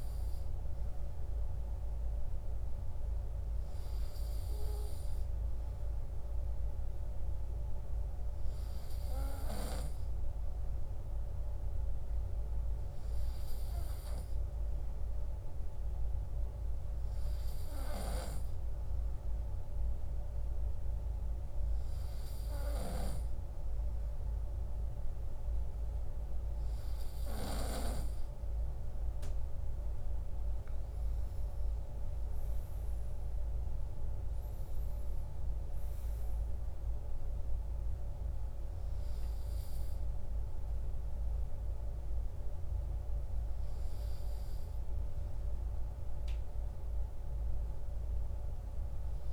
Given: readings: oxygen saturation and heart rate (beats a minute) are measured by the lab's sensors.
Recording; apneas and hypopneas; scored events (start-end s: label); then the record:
breathing in sleep by a room microphone; none
none scored
From the record:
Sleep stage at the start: N2 (light sleep); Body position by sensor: on the right side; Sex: male